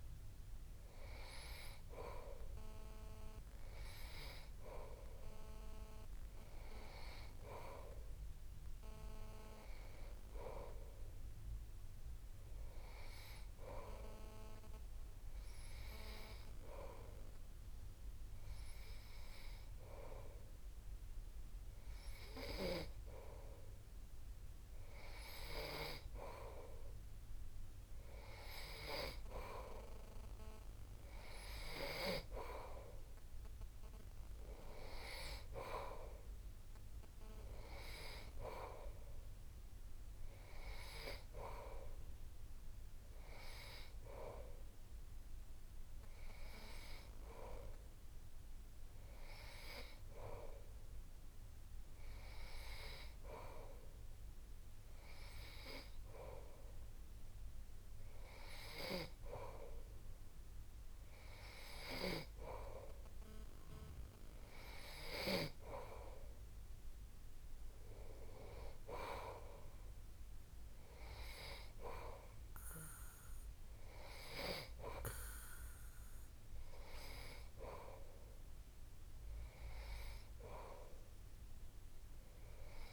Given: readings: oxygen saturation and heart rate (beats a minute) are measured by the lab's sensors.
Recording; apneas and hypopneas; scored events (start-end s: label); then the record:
breathing in sleep by a room microphone; none
none scored
From the record:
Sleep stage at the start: N3 (deep sleep); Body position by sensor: on the back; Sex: male